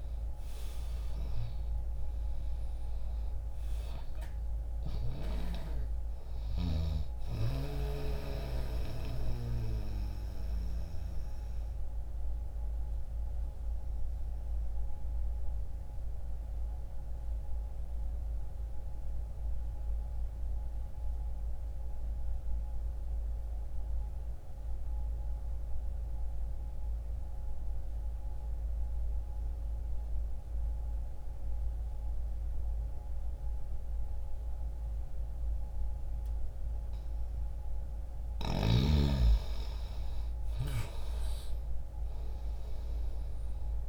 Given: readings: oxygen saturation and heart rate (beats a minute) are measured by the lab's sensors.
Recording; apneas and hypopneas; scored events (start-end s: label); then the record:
breathing in sleep by a room microphone; 1
0.00-2.00 s: arousal
5.50-31.50 s: oxygen desaturation (device-marked, oxygen 96% before, 83% lowest, heart rate 60 before, 60 extreme)
8.50-36.50 s: mixed apnea (oxygen 97% before, 83% lowest, heart rate 60 before, 60 extreme, up 0 after)
37.50-43.88 s: oxygen desaturation (device-marked, oxygen 97% before, 90% lowest, heart rate 60 before, 60 extreme)
38.50-42.00 s: arousal
From the record:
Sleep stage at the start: N2 (light sleep); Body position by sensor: on the left side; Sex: male